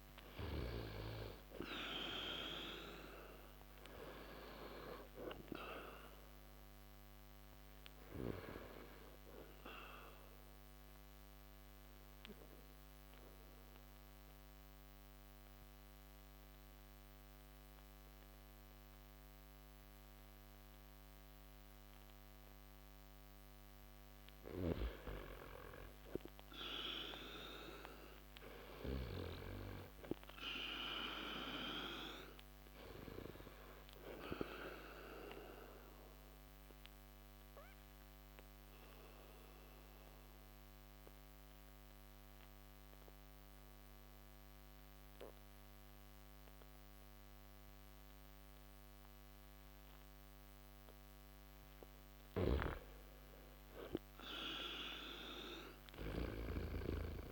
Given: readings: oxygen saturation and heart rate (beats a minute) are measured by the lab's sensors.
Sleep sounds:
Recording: breathing in sleep by a microphone on the trachea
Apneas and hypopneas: 2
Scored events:
5.00-24.00 s: oxygen desaturation (device-marked, oxygen 96% before, 89% lowest)
8.50-22.50 s: obstructive apnea (oxygen 96% before, 88% lowest)
25.50-29.00 s: arousal
35.00-51.00 s: obstructive apnea (oxygen 97% before, 88% lowest)
36.00-53.00 s: oxygen desaturation (device-marked, oxygen 97% before, 90% lowest)
52.00-56.50 s: snoring (device-marked)
54.50-57.32 s: arousal
From the record:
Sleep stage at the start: N2 (light sleep)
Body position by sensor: on the back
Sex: male

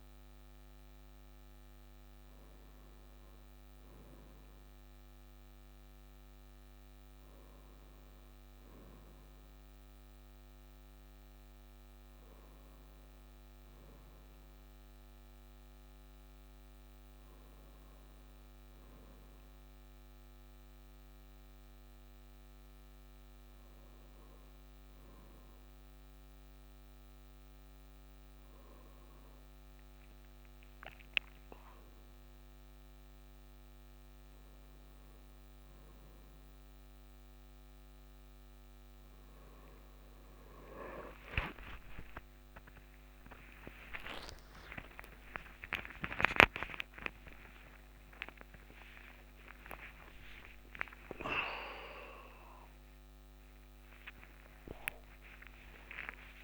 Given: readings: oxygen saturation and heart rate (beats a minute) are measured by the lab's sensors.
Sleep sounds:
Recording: breathing in sleep by a microphone on the trachea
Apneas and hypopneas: none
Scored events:
41.00-54.00 s: tachycardia (device-marked, heart rate 60 before, 159 extreme)
51.00-56.43 s: new sleep stage, awake
From the record:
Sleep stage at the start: N1 (lightest sleep)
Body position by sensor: on the right side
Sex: male

